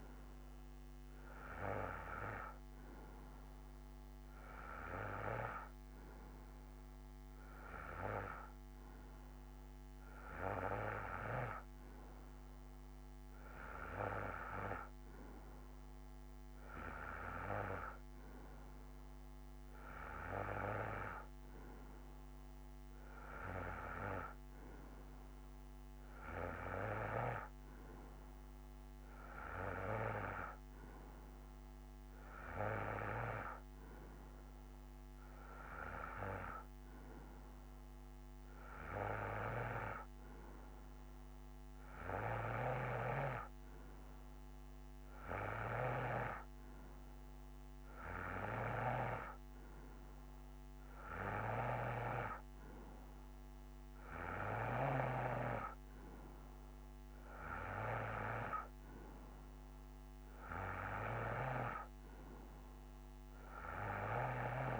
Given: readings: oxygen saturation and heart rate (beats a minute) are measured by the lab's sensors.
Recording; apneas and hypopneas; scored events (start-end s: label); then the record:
breathing in sleep by a microphone on the trachea; none
none scored
From the record:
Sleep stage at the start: N2 (light sleep); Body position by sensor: on the right side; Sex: male